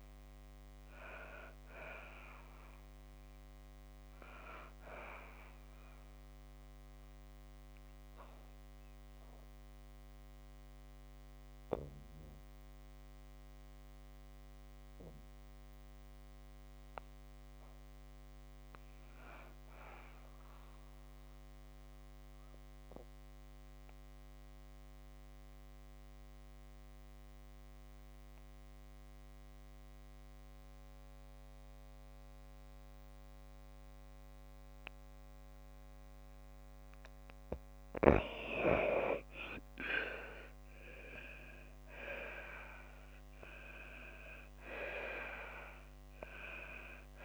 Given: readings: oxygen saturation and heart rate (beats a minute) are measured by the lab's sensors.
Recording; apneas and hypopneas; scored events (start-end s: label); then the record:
breathing in sleep by a microphone on the trachea; 2
5.50-16.00 s: obstructive apnea (oxygen 97% before, 83% lowest, heart rate 68 before, 55 extreme, up 8 after)
16.00-36.00 s: oxygen desaturation (device-marked, oxygen 93% before, 83% lowest, heart rate 79 before, 55 extreme)
17.00-20.00 s: arousal
22.50-36.50 s: mixed apnea (oxygen 95% before, 83% lowest, heart rate 90 before, 55 extreme, up 3 after)
38.50-42.00 s: arousal
From the record:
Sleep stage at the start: N2 (light sleep); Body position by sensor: on the back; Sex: female